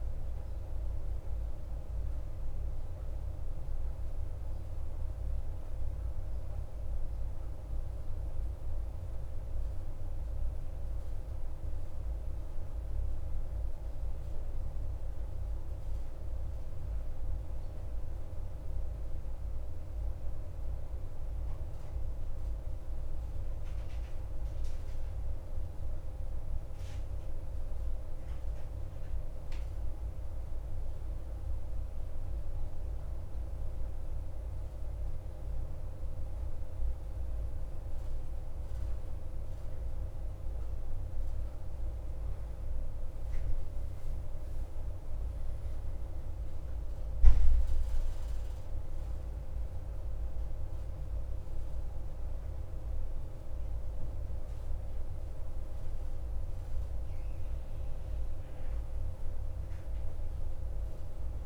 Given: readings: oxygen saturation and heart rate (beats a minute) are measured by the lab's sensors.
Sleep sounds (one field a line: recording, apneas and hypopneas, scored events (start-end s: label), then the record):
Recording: breathing in sleep, hard to hear, by a room microphone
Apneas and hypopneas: 1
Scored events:
0.00-20.50 s: oxygen desaturation (device-marked, oxygen 89% lowest, heart rate 51 extreme)
10.00-29.00 s: hypopnea (oxygen 94% before, 90% lowest, heart rate 55 before, 51 extreme, up 0 after)
31.00-35.00 s: arousal
51.50-61.46 s: oxygen desaturation (device-marked, oxygen 94% before, 90% lowest, heart rate 54 before, 49 extreme)
From the record:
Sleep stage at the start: N1 (lightest sleep)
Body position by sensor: on the back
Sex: male